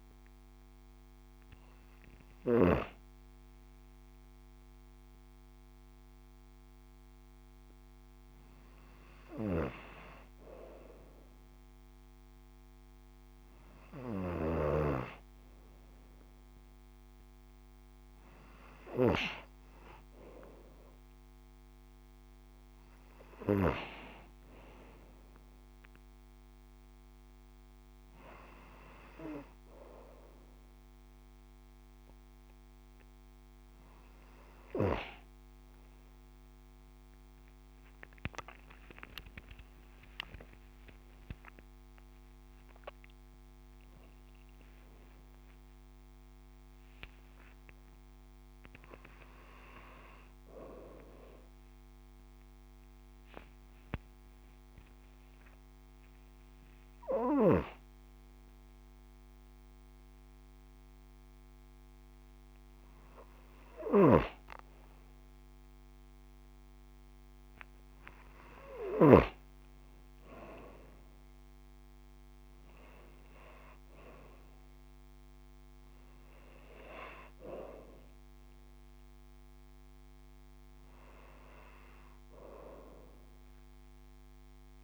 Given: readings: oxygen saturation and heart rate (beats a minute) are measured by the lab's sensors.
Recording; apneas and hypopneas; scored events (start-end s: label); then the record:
breathing in sleep by a microphone on the trachea; none
38.50-43.00 s: arousal
79.50-83.00 s: arousal
From the record:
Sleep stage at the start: N2 (light sleep); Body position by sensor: on the right side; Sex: female